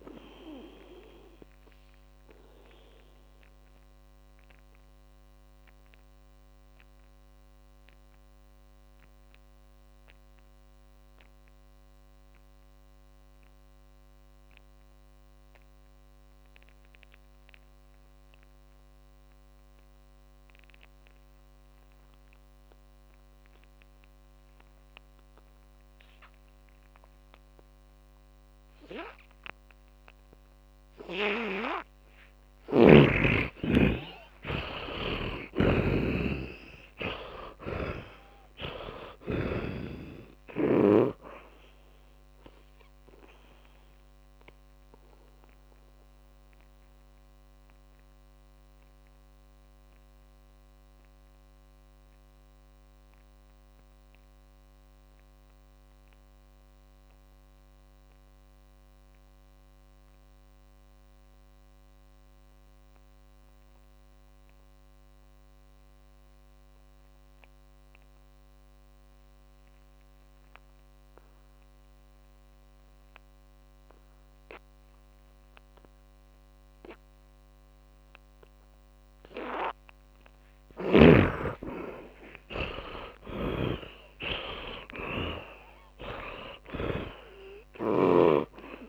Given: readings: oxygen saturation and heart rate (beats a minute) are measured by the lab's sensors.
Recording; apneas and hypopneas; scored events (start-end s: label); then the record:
breathing in sleep by a microphone on the trachea; 2
0.00-21.00 s: oxygen desaturation (device-marked, oxygen 78% lowest, heart rate 48 extreme)
1.00-31.50 s: mixed apnea (oxygen 100% before, 76% lowest, heart rate 64 before, 48 extreme, up 37 after)
32.50-36.50 s: arousal
37.50-41.00 s: snoring (device-marked)
40.00-65.00 s: oxygen desaturation (device-marked, oxygen 99% before, 76% lowest, heart rate 59 before, 48 extreme)
44.00-79.50 s: mixed apnea (oxygen 100% before, 76% lowest, heart rate 64 before, 48 extreme, up 35 after)
74.00-88.89 s: oxygen desaturation (device-marked, oxygen 100% before, 76% lowest, heart rate 56 before, 43 extreme)
80.50-84.50 s: arousal
83.00-87.00 s: snoring (device-marked)
From the record:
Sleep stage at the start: N2 (light sleep); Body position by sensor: on the back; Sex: male